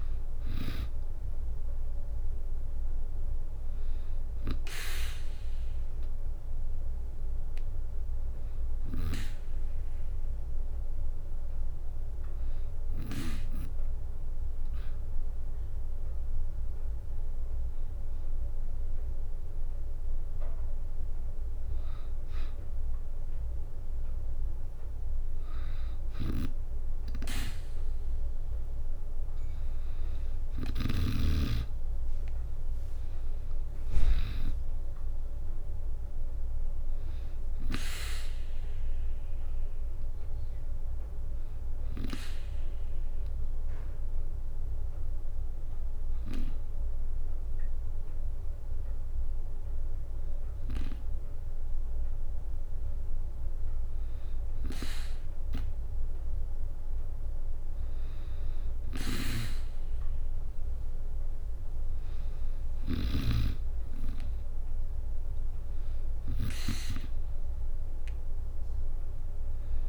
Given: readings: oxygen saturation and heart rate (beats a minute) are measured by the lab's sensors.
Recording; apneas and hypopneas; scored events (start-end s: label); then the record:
breathing in sleep by a room microphone; 1
8.00-13.00 s: snoring (device-marked)
31.00-35.00 s: arousal
31.50-43.50 s: drop in pulse transit time (device-marked, heart rate 63 before, 62 extreme)
40.50-51.50 s: hypopnea (oxygen 96% before, 93% lowest, heart rate 65 before, 59 extreme, up 5 after)
60.00-63.50 s: arousal
62.00-66.00 s: snoring (device-marked)
63.50-69.88 s: drop in pulse transit time (device-marked, heart rate 62 before, 64 extreme)
From the record:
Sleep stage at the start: N2 (light sleep); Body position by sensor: on the back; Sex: female